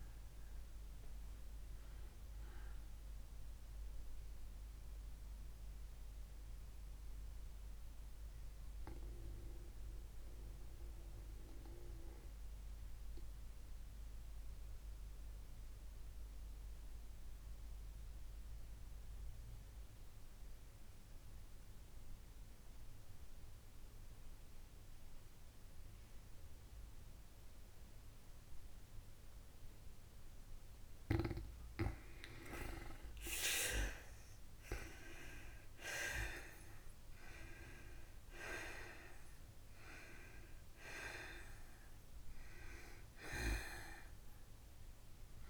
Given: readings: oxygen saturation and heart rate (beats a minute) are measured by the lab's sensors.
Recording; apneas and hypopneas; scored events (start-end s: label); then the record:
breathing in sleep by a room microphone; 1
0.00-25.00 s: oxygen desaturation (device-marked, oxygen 86% lowest, heart rate 55 extreme)
4.00-31.00 s: mixed apnea (oxygen 97% before, 83% lowest, heart rate 64 before, 55 extreme, up 9 after)
32.50-37.00 s: arousal
38.00-45.50 s: oxygen desaturation (device-marked, oxygen 98% before, 83% lowest, heart rate 67 before, 54 extreme)
From the record:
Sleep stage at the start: N2 (light sleep); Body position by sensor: on the back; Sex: female